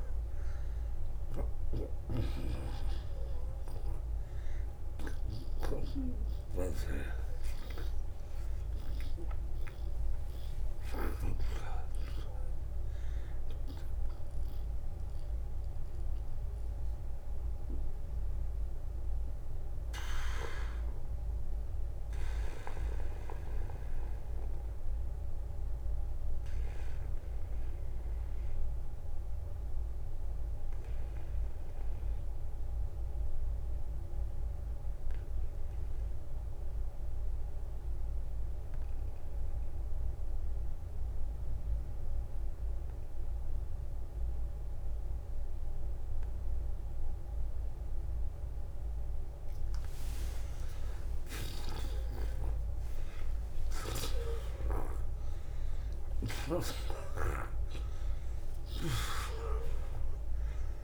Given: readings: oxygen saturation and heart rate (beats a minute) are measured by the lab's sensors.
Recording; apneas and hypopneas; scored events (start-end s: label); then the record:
breathing in sleep by a room microphone; 1
0.00-30.50 s: oxygen desaturation (device-marked, oxygen 77% lowest, heart rate 44 extreme)
11.50-13.50 s: long interval between heartbeats (device-marked, heart rate 71 before, 57 extreme)
15.00-50.00 s: obstructive apnea (oxygen 92% before, 77% lowest, heart rate 69 before, 44 extreme, up 20 after)
27.50-29.50 s: long interval between heartbeats (device-marked, heart rate 63 before, 54 extreme)
54.00-60.50 s: arousal
From the record:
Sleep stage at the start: N2 (light sleep); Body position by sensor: on the back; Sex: male